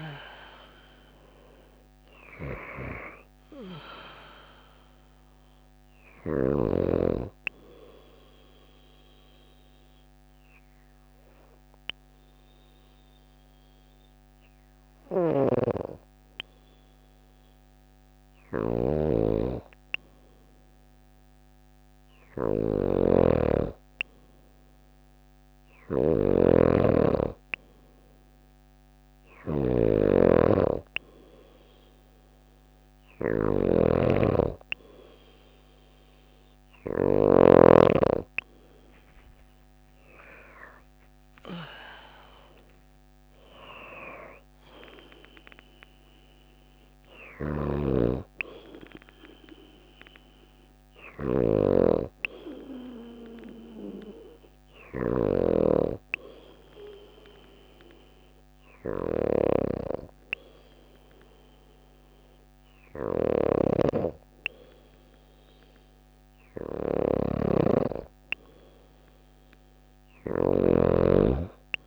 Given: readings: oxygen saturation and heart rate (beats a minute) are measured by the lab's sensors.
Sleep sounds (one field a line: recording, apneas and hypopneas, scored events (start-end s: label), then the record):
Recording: breathing in sleep by a microphone on the trachea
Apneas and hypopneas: 2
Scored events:
7.00-17.00 s: obstructive apnea (oxygen 97% before, 94% lowest, heart rate 56 before, 51 extreme, up 3 after)
14.00-36.50 s: snoring (device-marked)
38.50-44.00 s: arousal
46.00-54.50 s: snoring (device-marked)
56.00-67.50 s: hypopnea (oxygen 97% before, 94% lowest, heart rate 55 before, 52 extreme, up 3 after)
62.00-71.87 s: snoring (device-marked)
From the record:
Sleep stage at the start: N2 (light sleep)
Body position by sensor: on the back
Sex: female